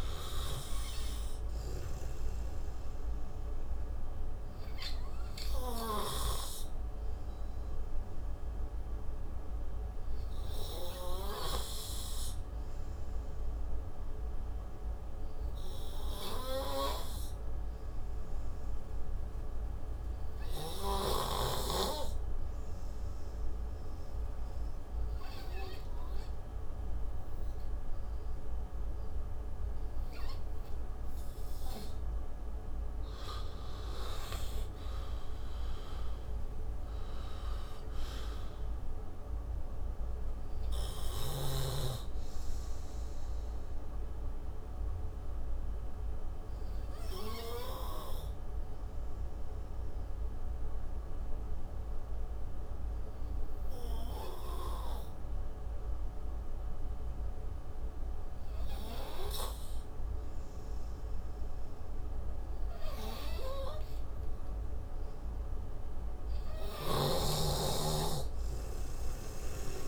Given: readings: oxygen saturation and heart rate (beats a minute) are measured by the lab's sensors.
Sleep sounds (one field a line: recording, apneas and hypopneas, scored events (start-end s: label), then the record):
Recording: breathing in sleep by a room microphone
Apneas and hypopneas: 2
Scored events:
0.00-18.00 s: oxygen desaturation (device-marked, oxygen 92% lowest)
11.50-30.50 s: hypopnea (oxygen 97% before, 91% lowest)
32.50-36.00 s: arousal
41.00-69.88 s: new sleep stage, N2 (light sleep)
44.50-60.00 s: obstructive apnea (oxygen 95% before, 91% lowest)
63.00-66.50 s: arousal
From the record:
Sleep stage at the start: N3 (deep sleep)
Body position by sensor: on the right side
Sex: male